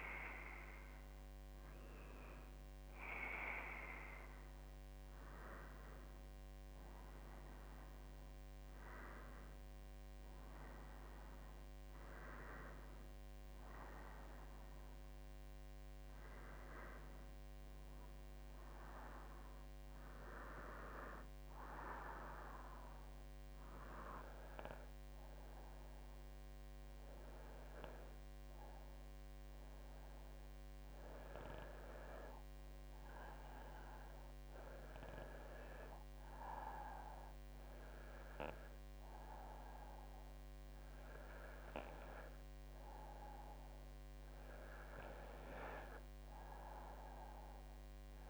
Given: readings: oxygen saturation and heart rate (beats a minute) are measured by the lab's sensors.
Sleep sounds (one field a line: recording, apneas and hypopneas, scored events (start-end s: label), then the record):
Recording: breathing in sleep by a microphone on the trachea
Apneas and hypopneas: none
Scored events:
none scored
From the record:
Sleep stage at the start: N2 (light sleep)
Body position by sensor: on the left side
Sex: female